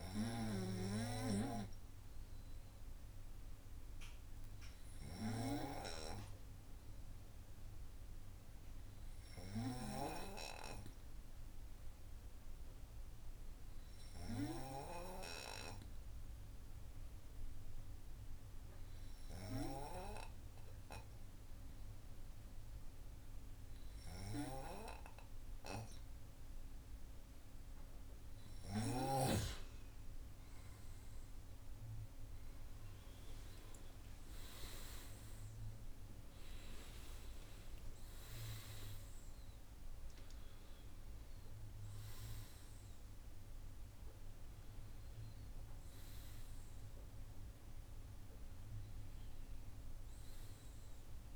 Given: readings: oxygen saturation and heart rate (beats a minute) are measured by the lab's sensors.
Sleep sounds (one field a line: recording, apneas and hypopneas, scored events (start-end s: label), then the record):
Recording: breathing in sleep by a room microphone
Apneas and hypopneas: 1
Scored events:
3.00-27.00 s: hypopnea (oxygen 98% before, 94% lowest)
30.50-36.00 s: arousal
From the record:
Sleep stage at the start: N2 (light sleep)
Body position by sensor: on the right side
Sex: male